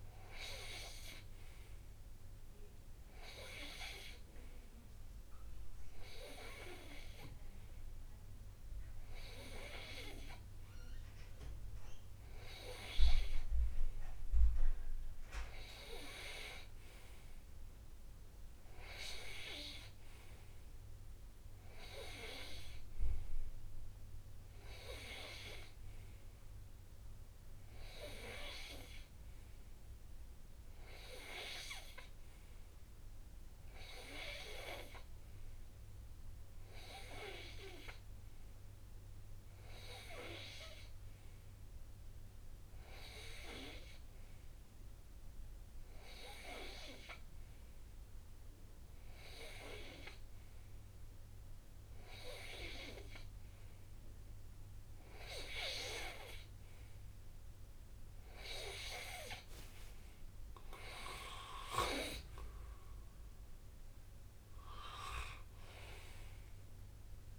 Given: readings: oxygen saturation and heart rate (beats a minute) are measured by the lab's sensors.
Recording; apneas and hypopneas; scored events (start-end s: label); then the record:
breathing in sleep by a room microphone; none
60.00-62.00 s: long interval between heartbeats (device-marked, heart rate 63 before, 72 extreme)
From the record:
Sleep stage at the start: N2 (light sleep); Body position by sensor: on the right side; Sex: male